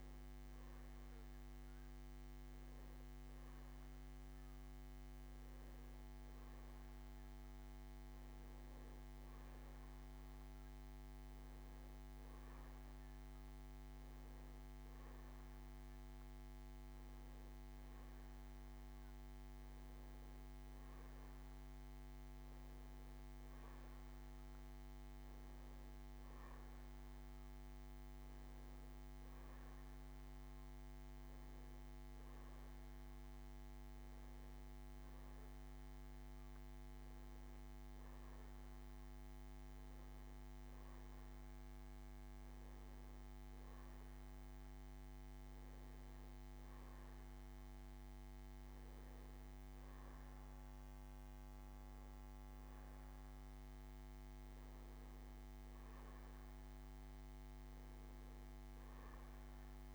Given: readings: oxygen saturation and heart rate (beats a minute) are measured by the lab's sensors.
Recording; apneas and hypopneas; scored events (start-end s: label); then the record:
breathing in sleep, hard to hear, by a microphone on the trachea; none
8.50-11.50 s: bradycardia (device-marked, heart rate 80 before, 59 extreme)
From the record:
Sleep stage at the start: N1 (lightest sleep); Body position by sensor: on the back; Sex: male